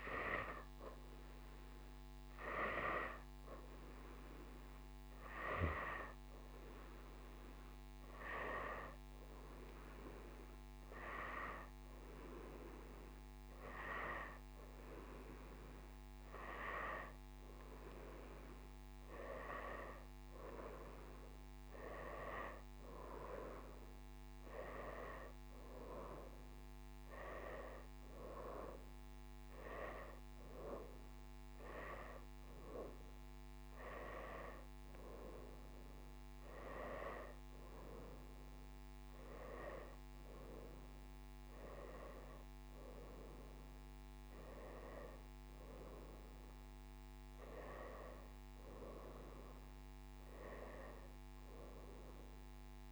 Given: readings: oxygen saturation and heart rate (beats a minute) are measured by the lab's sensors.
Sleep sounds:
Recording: breathing in sleep by a microphone on the trachea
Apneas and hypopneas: none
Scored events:
none scored
From the record:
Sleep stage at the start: N2 (light sleep)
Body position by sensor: upright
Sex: female

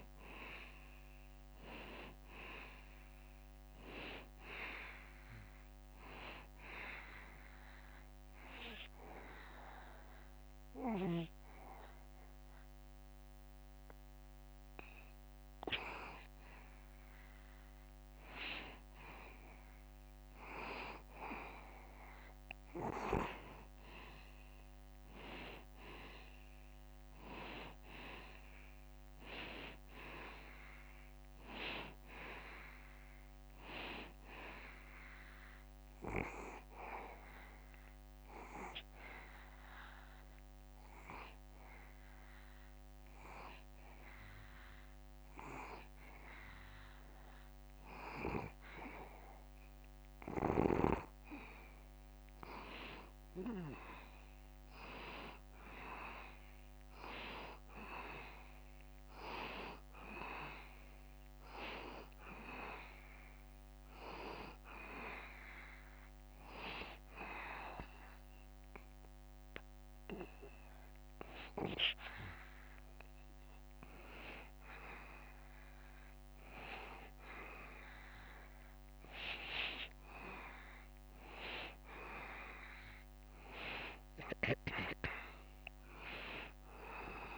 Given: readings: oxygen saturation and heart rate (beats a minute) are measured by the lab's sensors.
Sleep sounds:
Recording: breathing in sleep by a microphone on the trachea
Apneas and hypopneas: 3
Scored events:
1.00-16.00 s: oxygen desaturation (device-marked, oxygen 94% before, 90% lowest, heart rate 74 before, 72 extreme)
5.50-16.50 s: obstructive apnea (oxygen 95% before, 90% lowest, heart rate 74 before, 72 extreme, up 1 after)
19.00-22.50 s: arousal
30.00-43.00 s: oxygen desaturation (device-marked, oxygen 94% before, 91% lowest, heart rate 73 before, 72 extreme)
37.50-51.00 s: hypopnea (oxygen 94% before, 91% lowest, heart rate 73 before, 72 extreme, up 3 after)
54.00-58.50 s: arousal
68.00-78.50 s: obstructive apnea (oxygen 94% before, 91% lowest, heart rate 75 before, 74 extreme, up 2 after)
81.50-86.00 s: arousal
From the record:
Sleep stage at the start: N2 (light sleep)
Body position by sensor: on the back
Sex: male

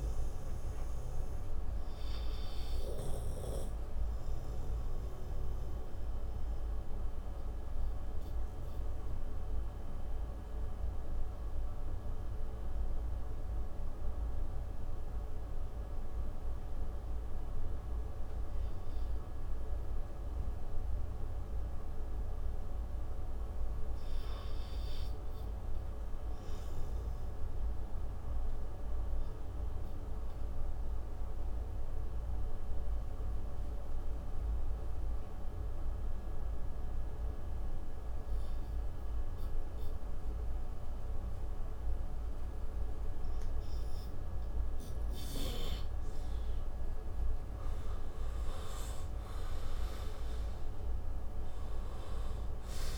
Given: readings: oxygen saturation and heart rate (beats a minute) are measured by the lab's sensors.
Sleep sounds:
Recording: breathing in sleep, hard to hear, by a room microphone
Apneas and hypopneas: 2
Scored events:
0.50-13.50 s: oxygen desaturation (device-marked, oxygen 95% before, 89% lowest)
3.50-20.50 s: obstructive apnea (oxygen 97% before, 84% lowest)
22.50-25.00 s: arousal
30.50-45.00 s: obstructive apnea (oxygen 98% before, 84% lowest)
42.50-52.98 s: oxygen desaturation (device-marked, oxygen 96% before, 84% lowest)
48.50-52.98 s: arousal
From the record:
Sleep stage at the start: N2 (light sleep)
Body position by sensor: on the right side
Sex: male

